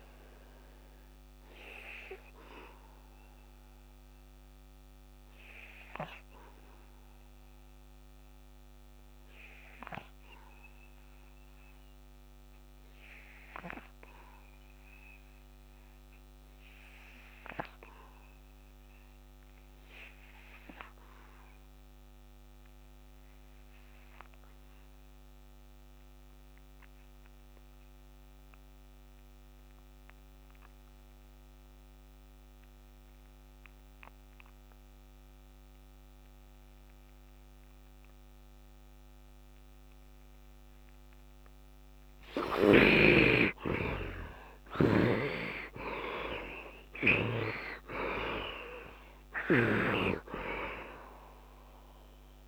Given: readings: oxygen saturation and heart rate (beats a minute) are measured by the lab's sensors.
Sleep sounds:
breathing in sleep by a microphone on the trachea; 1
0.00-20.00 s: oxygen desaturation (device-marked, oxygen 48% lowest, heart rate 69 extreme)
1.00-41.50 s: obstructive apnea (oxygen 98% before, 46% lowest, heart rate 77 before, 67 extreme, up 17 after)
22.00-52.48 s: oxygen desaturation (device-marked, oxygen 99% before, 46% lowest, heart rate 73 before, 61 extreme)
42.50-47.50 s: arousal
From the record:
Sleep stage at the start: N2 (light sleep); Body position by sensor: on the right side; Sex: male

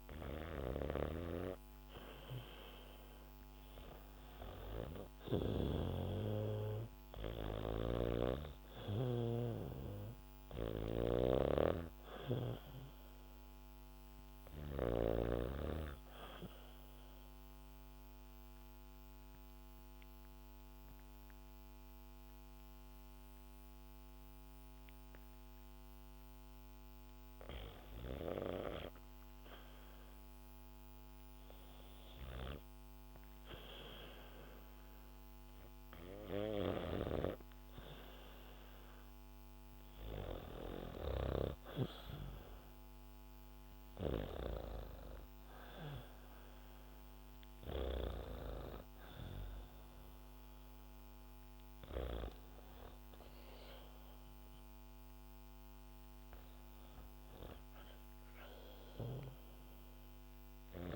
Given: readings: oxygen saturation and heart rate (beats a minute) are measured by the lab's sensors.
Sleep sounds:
breathing in sleep by a microphone on the trachea; 1
0.00-5.00 s: snoring (device-marked)
0.00-14.00 s: oxygen desaturation (device-marked, oxygen 93% lowest, heart rate 66 extreme)
7.00-14.50 s: snoring (device-marked)
17.00-28.00 s: obstructive apnea (oxygen 98% before, 93% lowest, heart rate 74 before, 66 extreme, up 0 after)
32.00-36.00 s: arousal
35.00-49.00 s: oxygen desaturation (device-marked, oxygen 97% before, 93% lowest, heart rate 73 before, 68 extreme)
46.00-60.96 s: new sleep stage, N2 (light sleep)
From the record:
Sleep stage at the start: REM sleep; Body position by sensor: on the back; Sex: female

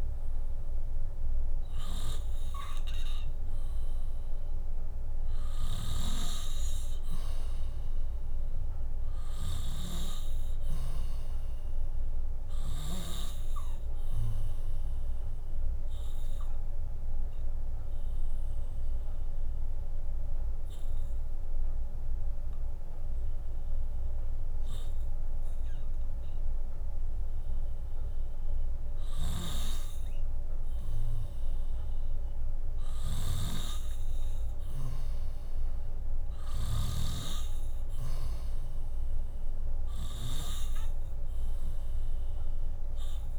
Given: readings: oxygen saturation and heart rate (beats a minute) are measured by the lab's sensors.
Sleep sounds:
breathing in sleep by a room microphone; 1
0.00-1.00 s: arousal
0.00-12.00 s: bradycardia (device-marked, heart rate 54 extreme)
5.00-12.50 s: snoring (device-marked)
15.00-27.00 s: drop in pulse transit time (device-marked, heart rate 57 before, 61 extreme)
16.50-29.50 s: hypopnea (oxygen 100% before, 96% lowest, heart rate 57 before, 56 extreme, up 2 after)
25.00-40.00 s: bradycardia (device-marked, heart rate 67 before, 56 extreme)
28.50-36.50 s: snoring (device-marked)
35.00-38.00 s: arousal
From the record:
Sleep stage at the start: N2 (light sleep); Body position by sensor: on the left side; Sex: female

